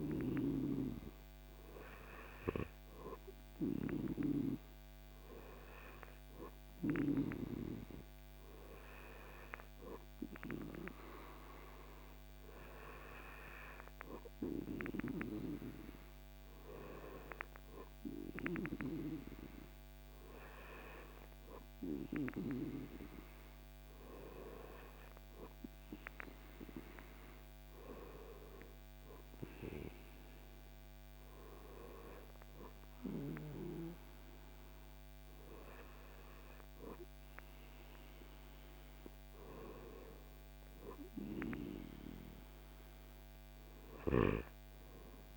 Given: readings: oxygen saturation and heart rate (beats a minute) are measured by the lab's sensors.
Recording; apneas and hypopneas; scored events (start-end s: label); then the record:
breathing in sleep by a microphone on the trachea; none
none scored
From the record:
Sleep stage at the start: N2 (light sleep); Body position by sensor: on the back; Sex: male